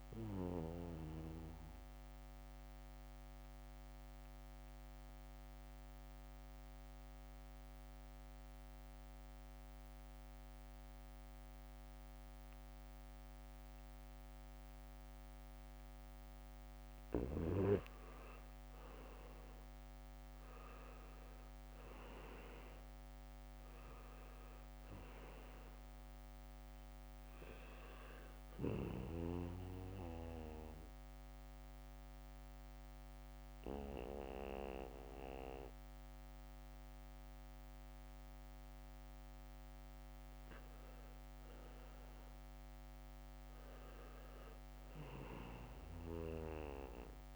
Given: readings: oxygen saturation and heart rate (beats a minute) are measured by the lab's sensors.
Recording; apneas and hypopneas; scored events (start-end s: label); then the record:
breathing in sleep by a microphone on the trachea; 2
0.00-6.00 s: oxygen desaturation (device-marked, oxygen 91% lowest, heart rate 69 extreme)
2.00-17.00 s: central apnea (oxygen 97% before, 86% lowest, heart rate 70 before, 69 extreme)
11.00-47.36 s: new sleep stage, N2 (light sleep)
18.50-21.50 s: arousal
21.00-38.00 s: oxygen desaturation (device-marked, oxygen 97% before, 86% lowest, heart rate 72 before, 71 extreme)
27.00-38.50 s: hypopnea (oxygen 97% before, 86% lowest, heart rate 72 before, 71 extreme, up 4 after)
40.00-46.50 s: leg movement (device-marked)
40.50-44.50 s: arousal
From the record:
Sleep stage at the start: N1 (lightest sleep); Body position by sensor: on the back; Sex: male